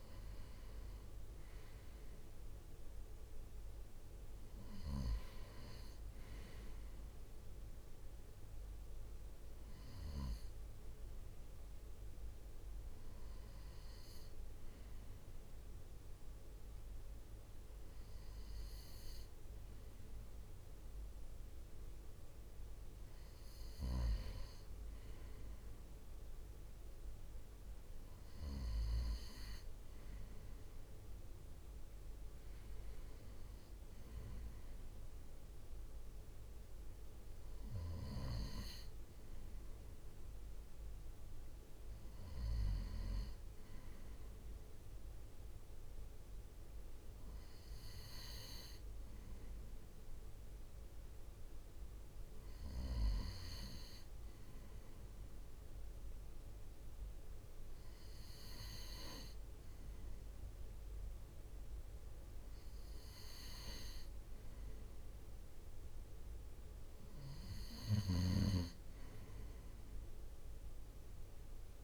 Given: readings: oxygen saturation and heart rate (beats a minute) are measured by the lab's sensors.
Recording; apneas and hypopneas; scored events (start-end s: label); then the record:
breathing in sleep by a room microphone; none
none scored
From the record:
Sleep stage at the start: N2 (light sleep); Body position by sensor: on the right side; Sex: male